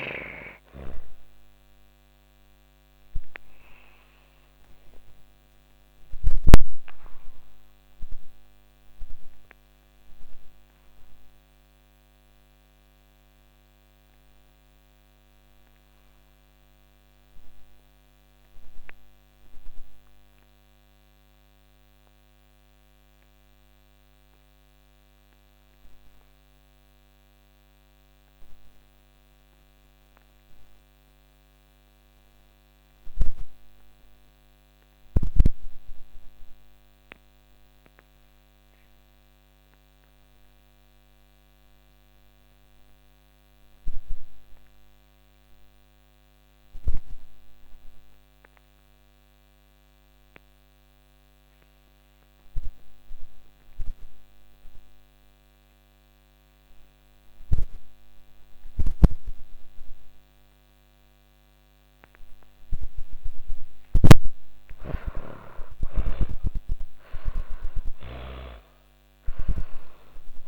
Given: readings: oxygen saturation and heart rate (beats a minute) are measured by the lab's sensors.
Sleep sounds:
breathing in sleep by a microphone on the trachea; 1
0.00-22.50 s: oxygen desaturation (device-marked, oxygen 83% lowest, heart rate 105 extreme)
2.00-61.50 s: obstructive apnea (oxygen 98% before, 62% lowest, heart rate 160 before, 91 extreme, up 3 after)
29.50-70.48 s: oxygen desaturation (device-marked, oxygen 98% before, 62% lowest, heart rate 141 before, 67 extreme)
63.50-67.00 s: arousal
63.50-67.00 s: snoring (device-marked)
From the record:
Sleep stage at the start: N2 (light sleep); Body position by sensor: on the back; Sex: female

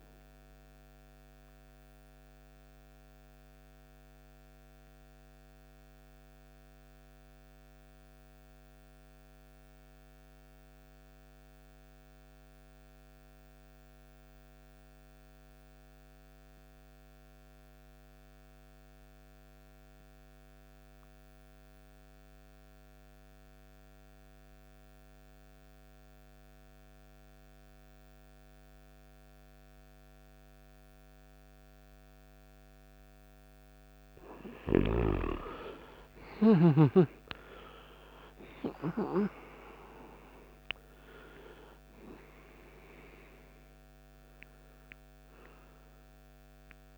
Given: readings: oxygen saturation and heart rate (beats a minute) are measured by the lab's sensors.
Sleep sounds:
breathing in sleep by a microphone on the trachea; 1
1.50-33.50 s: obstructive apnea (oxygen 98% before, 83% lowest, heart rate 58 before, 51 extreme, up 25 after)
18.50-46.98 s: oxygen desaturation (device-marked, oxygen 97% before, 83% lowest, heart rate 53 before, 51 extreme)
35.00-40.00 s: arousal
From the record:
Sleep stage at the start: N2 (light sleep); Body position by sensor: on the right side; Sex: male

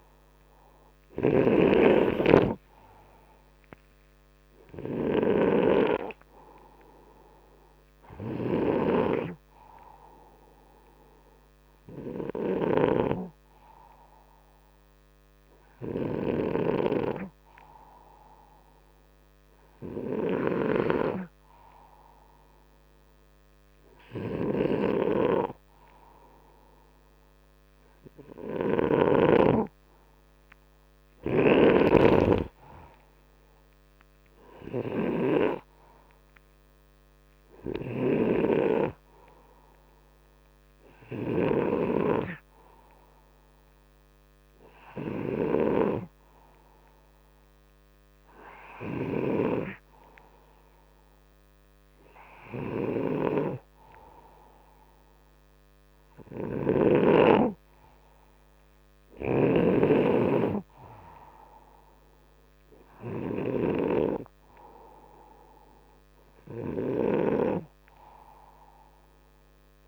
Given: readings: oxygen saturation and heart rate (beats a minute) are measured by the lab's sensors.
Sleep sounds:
breathing in sleep by a microphone on the trachea; none
0.00-11.50 s: oxygen desaturation (device-marked, oxygen 92% lowest, heart rate 62 extreme)
0.00-29.00 s: snoring (device-marked)
31.00-41.50 s: snoring (device-marked)
56.00-69.88 s: snoring (device-marked)
From the record:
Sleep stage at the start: N2 (light sleep); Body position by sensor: upright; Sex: male

